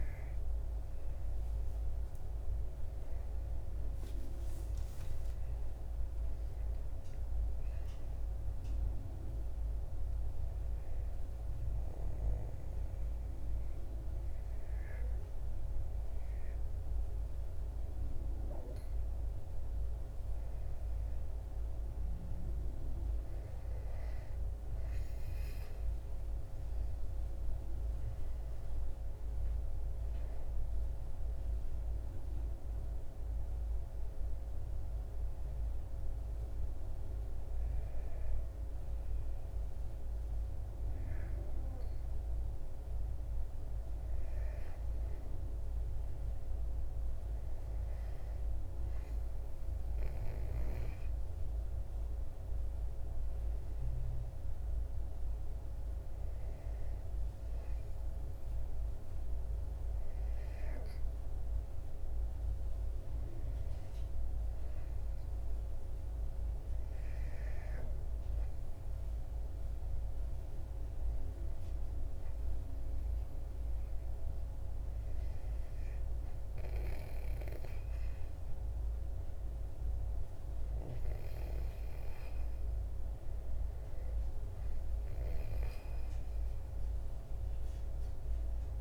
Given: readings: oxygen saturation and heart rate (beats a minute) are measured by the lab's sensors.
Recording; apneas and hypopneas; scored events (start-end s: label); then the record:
breathing in sleep, hard to hear, by a room microphone; 3
11.00-21.00 s: obstructive apnea (oxygen 96% before, 93% lowest, heart rate 84 before, 67 extreme, up 18 after)
23.50-28.00 s: arousal
26.50-37.50 s: oxygen desaturation (device-marked, oxygen 96% before, 93% lowest, heart rate 77 before, 68 extreme)
34.50-45.00 s: hypopnea (oxygen 96% before, 93% lowest, heart rate 78 before, 69 extreme, up 11 after)
46.50-49.50 s: arousal
63.00-77.50 s: hypopnea (oxygen 96% before, 93% lowest, heart rate 73 before, 74 extreme, up 6 after)
79.50-83.00 s: arousal
From the record:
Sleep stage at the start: N2 (light sleep); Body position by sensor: on the back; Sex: male